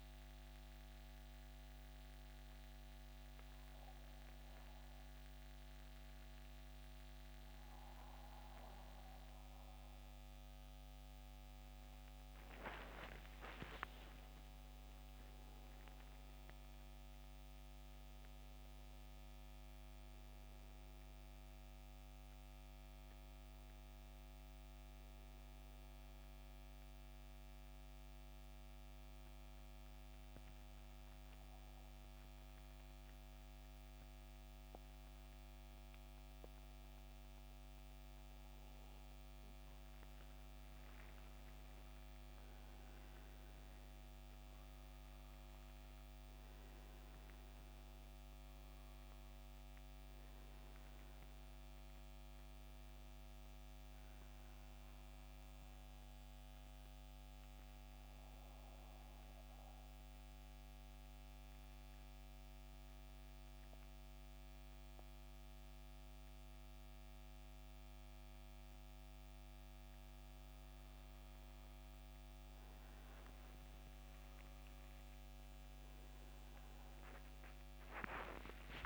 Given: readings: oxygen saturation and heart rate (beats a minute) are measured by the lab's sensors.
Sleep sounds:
breathing in sleep, hard to hear, by a microphone on the trachea; 2
12.00-16.50 s: arousal
28.50-38.50 s: central apnea (oxygen 92% before, 87% lowest, heart rate 74 before, 66 extreme, up 13 after)
41.00-45.00 s: arousal
54.50-68.50 s: central apnea (oxygen 92% before, 87% lowest, heart rate 76 before, 65 extreme, up 12 after)
60.00-70.00 s: oxygen desaturation (device-marked, oxygen 93% before, 87% lowest, heart rate 77 before, 66 extreme)
76.50-78.86 s: arousal
From the record:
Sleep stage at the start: N2 (light sleep); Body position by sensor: on the back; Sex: male

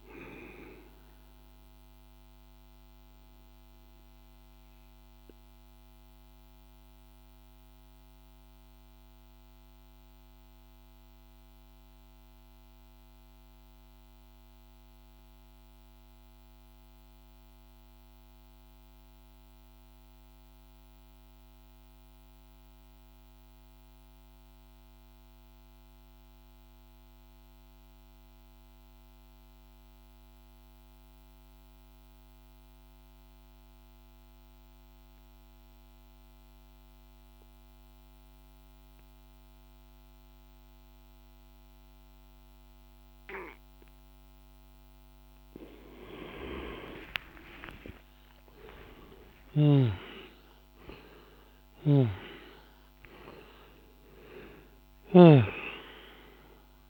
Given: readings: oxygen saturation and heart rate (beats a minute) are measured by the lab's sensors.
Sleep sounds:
breathing in sleep by a microphone on the trachea; 1
0.00-13.00 s: oxygen desaturation (device-marked, oxygen 86% lowest, heart rate 47 extreme)
2.50-44.50 s: mixed apnea (oxygen 98% before, 86% lowest, heart rate 54 before, 47 extreme, up 46 after)
32.00-56.90 s: oxygen desaturation (device-marked, oxygen 99% before, 86% lowest, heart rate 48 before, 48 extreme)
46.50-50.50 s: arousal
48.50-54.50 s: snoring (device-marked)
From the record:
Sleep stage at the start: N2 (light sleep); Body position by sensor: on the back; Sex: male

